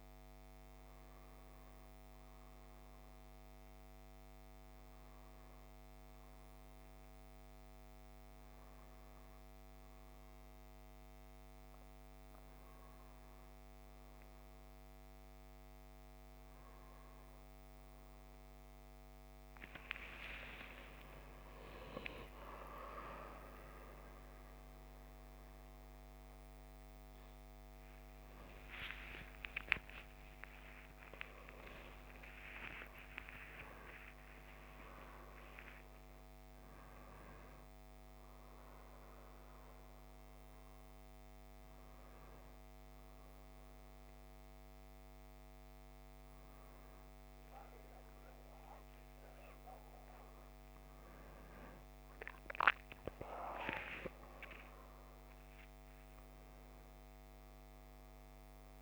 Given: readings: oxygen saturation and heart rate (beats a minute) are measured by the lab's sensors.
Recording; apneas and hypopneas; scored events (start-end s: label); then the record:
a person awake in a sleep study, by a microphone on the trachea; none
none scored
From the record:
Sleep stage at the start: awake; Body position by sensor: on the back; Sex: male